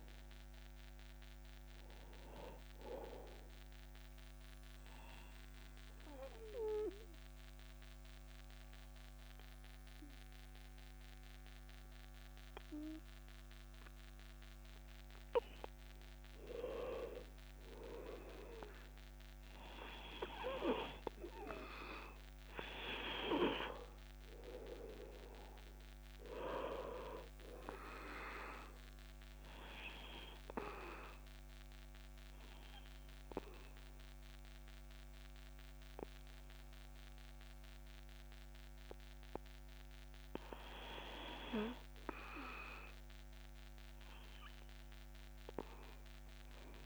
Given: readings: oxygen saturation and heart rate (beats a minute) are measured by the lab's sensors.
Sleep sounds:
breathing in sleep by a microphone on the trachea; 2
3.50-14.50 s: obstructive apnea (oxygen 99% before, 94% lowest, heart rate 56 before, 34 extreme, up 18 after)
14.00-40.00 s: oxygen desaturation (device-marked, oxygen 98% before, 94% lowest, heart rate 57 before, 33 extreme)
16.50-20.00 s: arousal
28.50-41.00 s: obstructive apnea (oxygen 98% before, 94% lowest, heart rate 57 before, 33 extreme)
44.00-46.86 s: arousal
45.00-46.86 s: tachycardia (device-marked, heart rate 60 before, 91 extreme)
From the record:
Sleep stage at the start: N2 (light sleep); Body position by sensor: on the back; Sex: male

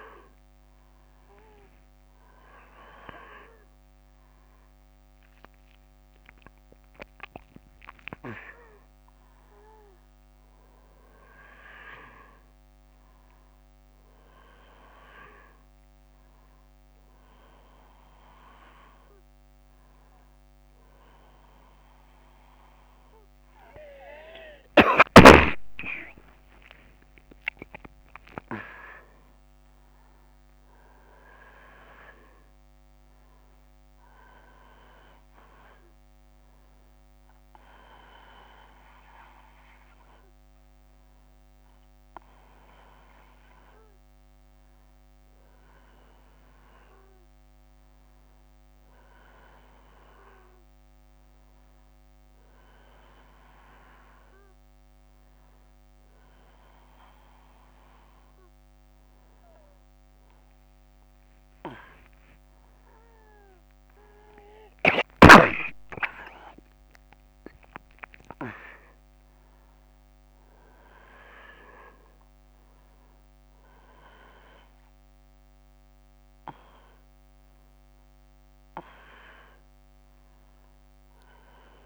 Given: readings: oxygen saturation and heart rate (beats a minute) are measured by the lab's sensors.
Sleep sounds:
a person awake in a sleep study, by a microphone on the trachea; none
66.00-81.86 s: new sleep stage, N1 (lightest sleep)
From the record:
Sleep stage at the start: awake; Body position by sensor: on the back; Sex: male

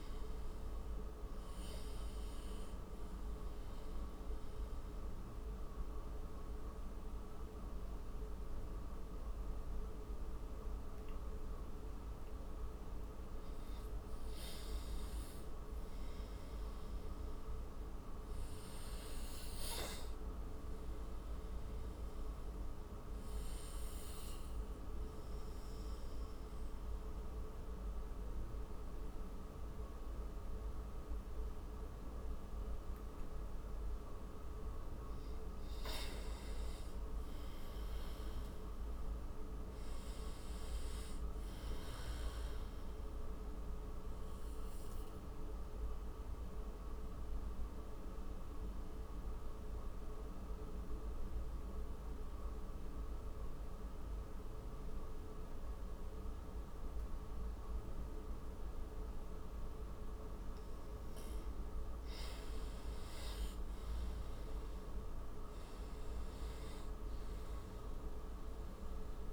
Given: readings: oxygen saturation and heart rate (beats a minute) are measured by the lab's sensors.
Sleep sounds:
breathing in sleep, hard to hear, by a room microphone; 3
0.00-14.50 s: oxygen desaturation (device-marked, oxygen 93% lowest)
2.50-14.50 s: obstructive apnea (oxygen 97% before, 91% lowest)
16.50-20.00 s: arousal
22.50-35.50 s: oxygen desaturation (device-marked, oxygen 97% before, 94% lowest)
23.00-34.00 s: obstructive apnea (oxygen 97% before, 90% lowest)
35.50-38.50 s: arousal
41.50-54.50 s: oxygen desaturation (device-marked, oxygen 97% before, 93% lowest)
45.00-61.00 s: mixed apnea (oxygen 97% before, 90% lowest)
56.50-60.50 s: tachycardia (device-marked)
61.50-69.33 s: oxygen desaturation (device-marked, oxygen 97% before, 90% lowest)
63.50-68.00 s: arousal
From the record:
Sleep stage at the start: N2 (light sleep); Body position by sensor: on the right side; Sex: male

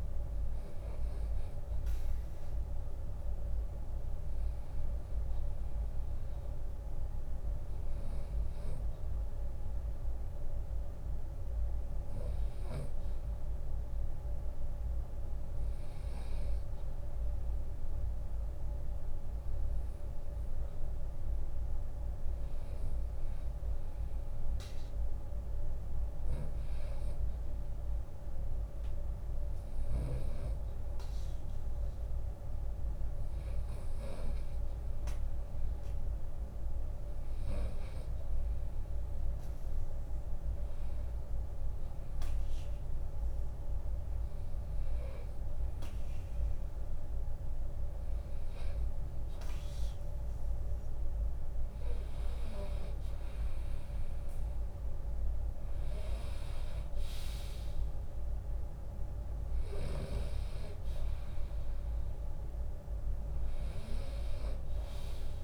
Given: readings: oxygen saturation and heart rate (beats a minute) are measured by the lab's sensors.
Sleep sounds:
breathing in sleep, hard to hear, by a room microphone; none
18.50-40.50 s: drop in pulse transit time (device-marked, heart rate 74 before, 77 extreme)
20.00-22.00 s: long interval between heartbeats (device-marked, heart rate 74 before, 83 extreme)
55.50-65.44 s: drop in pulse transit time (device-marked, heart rate 74 before, 71 extreme)
From the record:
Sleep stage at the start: REM sleep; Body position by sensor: on the right side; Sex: male

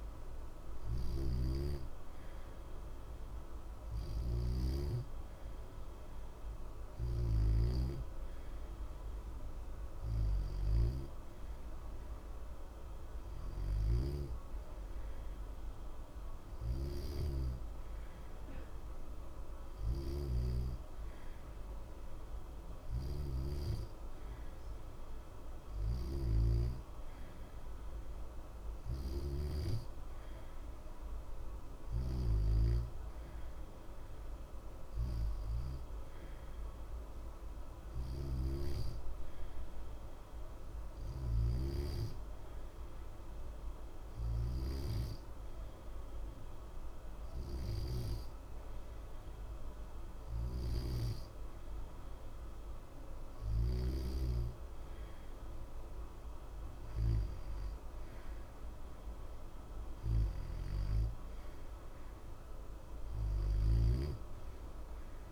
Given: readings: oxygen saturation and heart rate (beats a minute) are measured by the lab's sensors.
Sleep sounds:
breathing in sleep by a room microphone; 1
0.00-7.00 s: snoring (device-marked)
28.50-32.50 s: arousal
37.50-51.50 s: hypopnea (oxygen 89% before, 88% lowest, heart rate 60 before, 60 extreme, up 0 after)
53.50-57.00 s: arousal
From the record:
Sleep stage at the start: N2 (light sleep); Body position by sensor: on the back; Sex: male

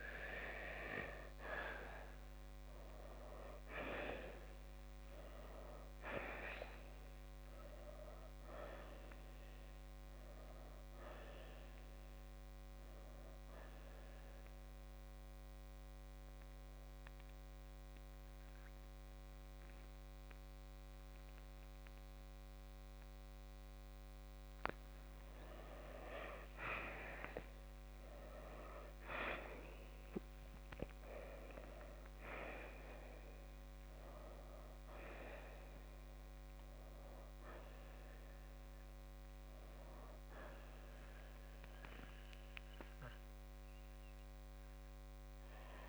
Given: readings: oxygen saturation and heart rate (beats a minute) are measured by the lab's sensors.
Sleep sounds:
breathing in sleep by a microphone on the trachea; 1
3.00-7.50 s: arousal
9.50-29.50 s: oxygen desaturation (device-marked, oxygen 91% before, 86% lowest, heart rate 63 before, 55 extreme)
13.50-25.00 s: mixed apnea (oxygen 94% before, 85% lowest, heart rate 64 before, 55 extreme, up 5 after)
27.50-34.50 s: arousal
41.50-45.89 s: oxygen desaturation (device-marked, oxygen 93% before, 85% lowest, heart rate 63 before, 50 extreme)
From the record:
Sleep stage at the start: N2 (light sleep); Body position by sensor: on the right side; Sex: male

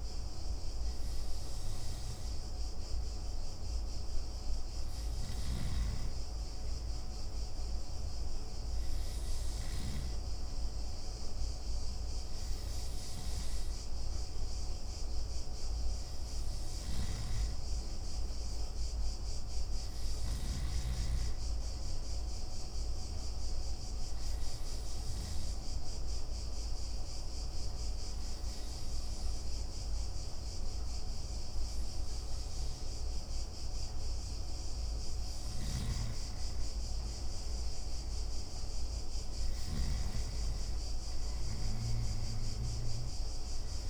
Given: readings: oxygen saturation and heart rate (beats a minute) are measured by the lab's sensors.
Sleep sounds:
breathing in sleep, hard to hear, by a room microphone; 1
0.00-8.50 s: oxygen desaturation (device-marked, oxygen 91% lowest)
5.00-10.00 s: snoring (device-marked)
16.50-20.50 s: snoring (device-marked)
22.00-34.50 s: obstructive apnea (oxygen 92% before, 90% lowest)
35.50-40.00 s: snoring (device-marked)
36.50-40.00 s: arousal
From the record:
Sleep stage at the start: N2 (light sleep); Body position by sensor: on the back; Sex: male

